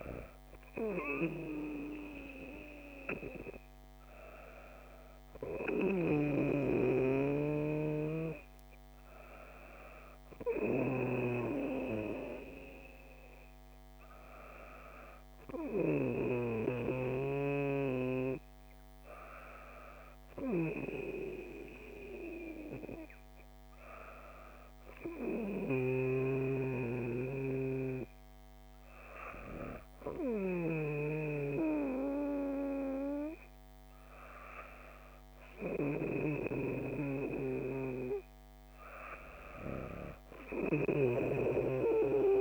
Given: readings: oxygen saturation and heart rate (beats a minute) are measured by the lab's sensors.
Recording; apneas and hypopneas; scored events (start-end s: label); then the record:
breathing in sleep by a microphone on the trachea; none
none scored
From the record:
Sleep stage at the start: N2 (light sleep); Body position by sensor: on the back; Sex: female